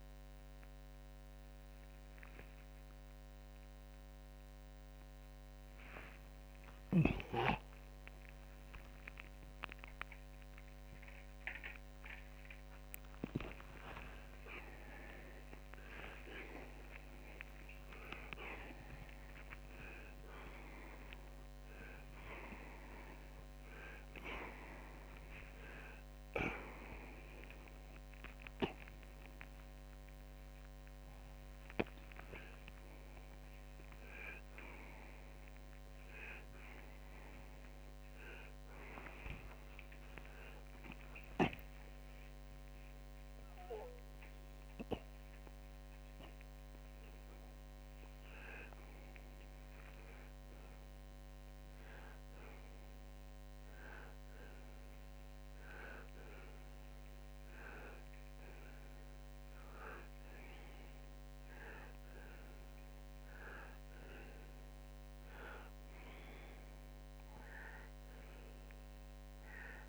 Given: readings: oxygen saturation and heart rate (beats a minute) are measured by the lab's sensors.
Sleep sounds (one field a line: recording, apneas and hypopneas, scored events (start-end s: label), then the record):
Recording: a person awake in a sleep study, by a microphone on the trachea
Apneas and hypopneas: none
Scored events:
2.50-16.50 s: oxygen desaturation (device-marked, oxygen 91% before, 84% lowest, heart rate 108 before, 57 extreme)
67.50-69.89 s: oxygen desaturation (device-marked, oxygen 93% before, 86% lowest, heart rate 84 before, 95 extreme)
From the record:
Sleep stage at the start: awake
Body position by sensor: upright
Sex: male